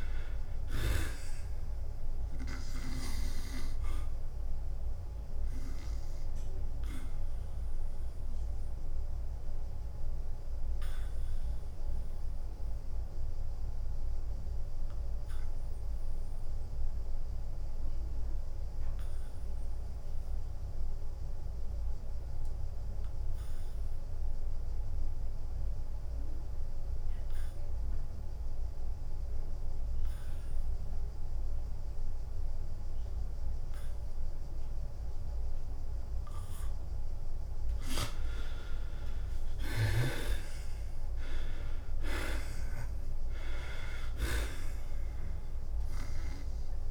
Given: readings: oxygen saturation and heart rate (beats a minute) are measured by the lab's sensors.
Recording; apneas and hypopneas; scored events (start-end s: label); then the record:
breathing in sleep by a room microphone; 1
0.00-10.50 s: drop in pulse transit time (device-marked, heart rate 89 extreme)
0.00-11.50 s: oxygen desaturation (device-marked, oxygen 92% lowest, heart rate 86 extreme)
7.00-37.50 s: obstructive apnea (oxygen 99% before, 77% lowest, heart rate 89 before, 85 extreme, up 6 after)
13.50-24.50 s: oxygen desaturation (device-marked, oxygen 93% before, 81% lowest, heart rate 91 before, 86 extreme)
39.50-46.91 s: drop in pulse transit time (device-marked, heart rate 88 before, 88 extreme)
40.00-43.50 s: arousal
From the record:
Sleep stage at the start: N2 (light sleep); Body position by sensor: on the back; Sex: male